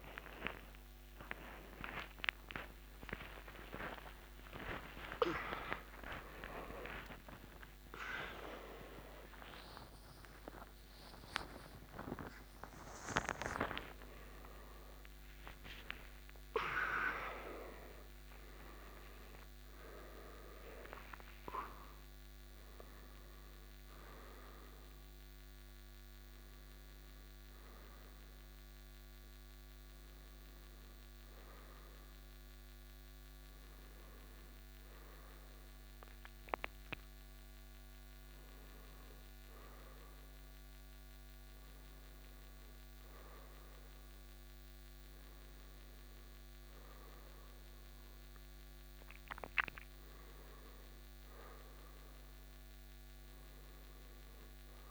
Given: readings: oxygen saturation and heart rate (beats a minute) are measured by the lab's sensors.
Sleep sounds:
a person partly awake in a sleep study, by a microphone on the trachea; none
19.00-54.91 s: new sleep stage, N1 (lightest sleep)
From the record:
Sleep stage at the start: awake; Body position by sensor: on the right side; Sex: male

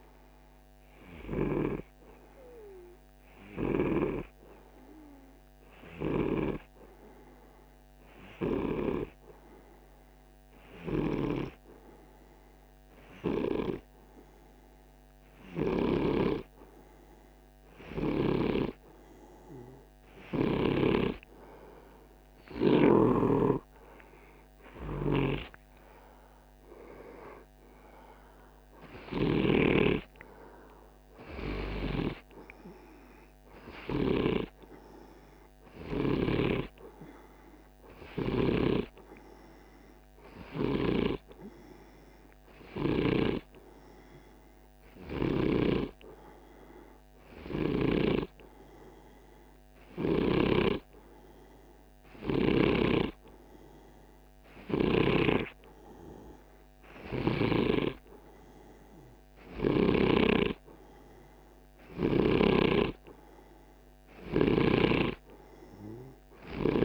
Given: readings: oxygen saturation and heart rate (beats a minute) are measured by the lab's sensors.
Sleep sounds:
breathing in sleep by a microphone on the trachea; none
15.00-20.00 s: snoring (device-marked)
28.50-33.50 s: snoring (device-marked)
49.50-54.50 s: snoring (device-marked)
61.50-66.50 s: snoring (device-marked)
From the record:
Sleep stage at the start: N2 (light sleep); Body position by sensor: on the right side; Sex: male

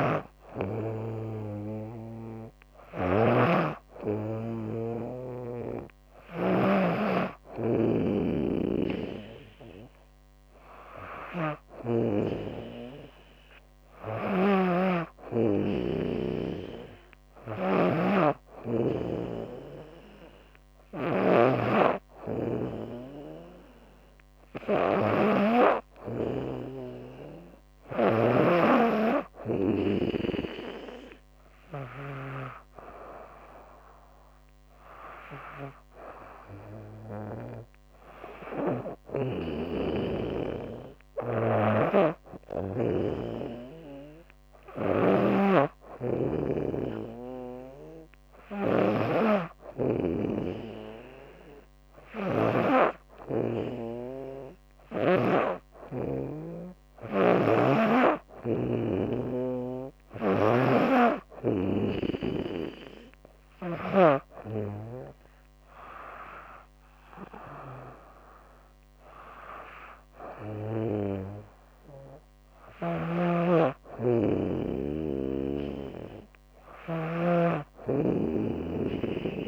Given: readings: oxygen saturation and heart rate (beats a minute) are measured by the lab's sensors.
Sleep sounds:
breathing in sleep by a microphone on the trachea; 1
0.00-2.50 s: snoring (device-marked)
7.00-27.50 s: snoring (device-marked)
36.00-40.00 s: arousal
39.00-42.50 s: snoring (device-marked)
43.50-55.50 s: hypopnea (oxygen 99% before, 96% lowest, heart rate 80 before, 75 extreme, up 2 after)
44.50-52.00 s: snoring (device-marked)
56.50-63.50 s: snoring (device-marked)
58.00-61.50 s: arousal
72.50-76.50 s: snoring (device-marked)
From the record:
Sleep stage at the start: N2 (light sleep); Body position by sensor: on the back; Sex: female

